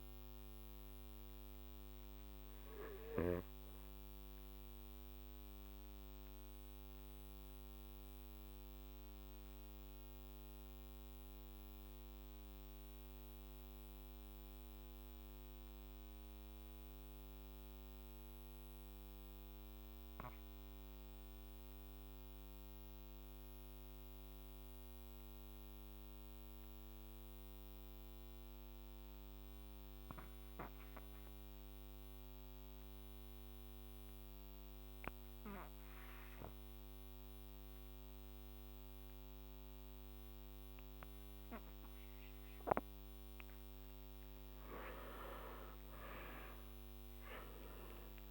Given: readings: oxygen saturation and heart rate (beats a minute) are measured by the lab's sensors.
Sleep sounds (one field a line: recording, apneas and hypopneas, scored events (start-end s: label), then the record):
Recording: breathing in sleep by a microphone on the trachea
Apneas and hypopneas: 1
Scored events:
5.50-43.00 s: mixed apnea (oxygen 99% before, 90% lowest, heart rate 53 before, 47 extreme, up 9 after)
21.50-38.50 s: oxygen desaturation (device-marked, oxygen 99% before, 91% lowest, heart rate 50 before, 47 extreme)
44.50-48.31 s: arousal
From the record:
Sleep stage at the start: REM sleep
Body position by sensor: on the back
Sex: male